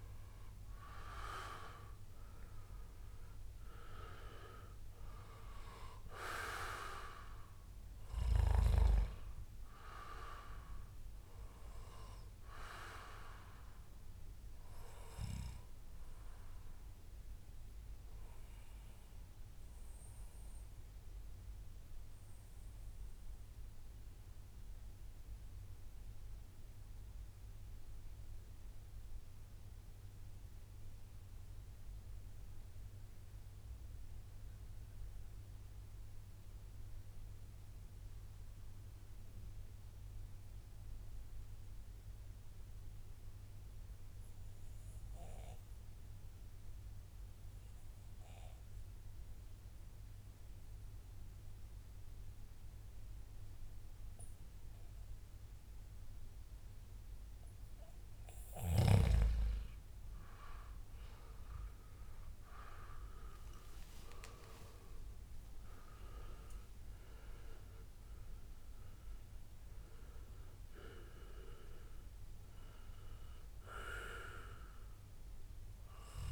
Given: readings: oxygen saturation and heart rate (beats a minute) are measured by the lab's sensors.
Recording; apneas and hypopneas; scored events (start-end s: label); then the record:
breathing in sleep by a room microphone; 1
0.00-1.00 s: arousal
0.00-31.50 s: oxygen desaturation (device-marked, oxygen 91% lowest, heart rate 78 extreme)
16.50-56.50 s: mixed apnea (oxygen 97% before, 91% lowest, heart rate 132 before, 78 extreme, up 8 after)
18.50-20.50 s: long interval between heartbeats (device-marked, heart rate 133 before, 131 extreme)
35.50-37.50 s: long interval between heartbeats (device-marked, heart rate 112 before, 117 extreme)
50.50-67.50 s: oxygen desaturation (device-marked, oxygen 98% before, 94% lowest, heart rate 119 before, 102 extreme)
59.00-63.50 s: arousal
66.50-76.31 s: new sleep stage, REM sleep
From the record:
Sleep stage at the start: N2 (light sleep); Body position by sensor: on the back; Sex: male